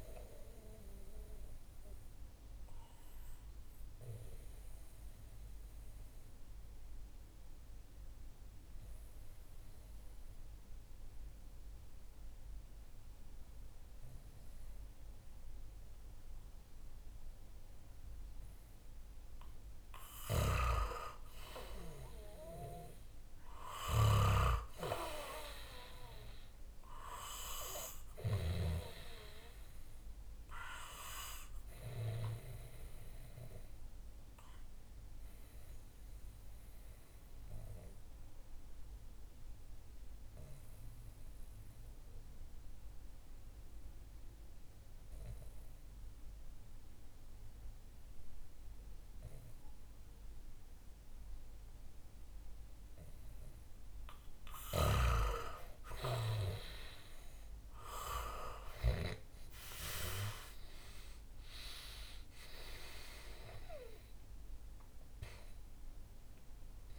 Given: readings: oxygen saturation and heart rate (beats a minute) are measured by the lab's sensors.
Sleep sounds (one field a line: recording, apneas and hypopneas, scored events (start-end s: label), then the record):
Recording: breathing in sleep by a room microphone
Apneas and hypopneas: 2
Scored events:
0.00-13.50 s: oxygen desaturation (device-marked, oxygen 92% lowest, heart rate 62 extreme)
0.50-19.00 s: obstructive apnea (oxygen 97% before, 92% lowest, heart rate 68 before, 61 extreme, up 6 after)
19.50-28.00 s: snoring (device-marked)
21.50-26.00 s: arousal
30.50-47.50 s: oxygen desaturation (device-marked, oxygen 96% before, 92% lowest, heart rate 65 before, 61 extreme)
34.00-53.00 s: obstructive apnea (oxygen 97% before, 92% lowest, heart rate 66 before, 57 extreme, up 8 after)
56.00-61.00 s: arousal
58.50-66.99 s: oxygen desaturation (device-marked, oxygen 97% before, 92% lowest, heart rate 64 before, 57 extreme)
From the record:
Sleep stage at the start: N2 (light sleep)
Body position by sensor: on the back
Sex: male